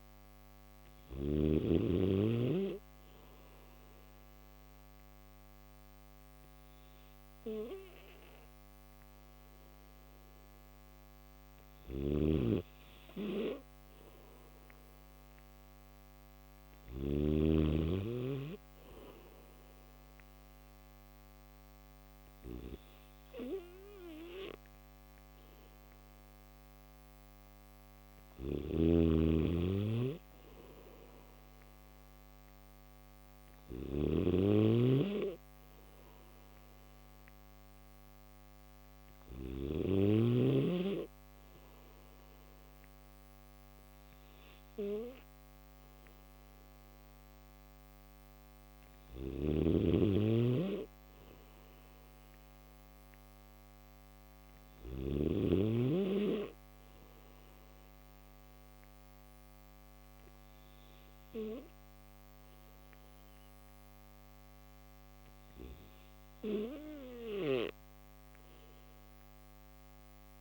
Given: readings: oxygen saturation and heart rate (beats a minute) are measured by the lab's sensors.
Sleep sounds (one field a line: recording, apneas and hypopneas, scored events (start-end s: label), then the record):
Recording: breathing in sleep by a microphone on the trachea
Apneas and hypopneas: none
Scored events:
0.00-1.00 s: snoring (device-marked)
3.00-13.00 s: oxygen desaturation (device-marked, oxygen 95% before, 92% lowest, heart rate 74 before, 73 extreme)
11.50-39.50 s: snoring (device-marked)
48.50-54.50 s: snoring (device-marked)
From the record:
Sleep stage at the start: N3 (deep sleep)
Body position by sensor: on the back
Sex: male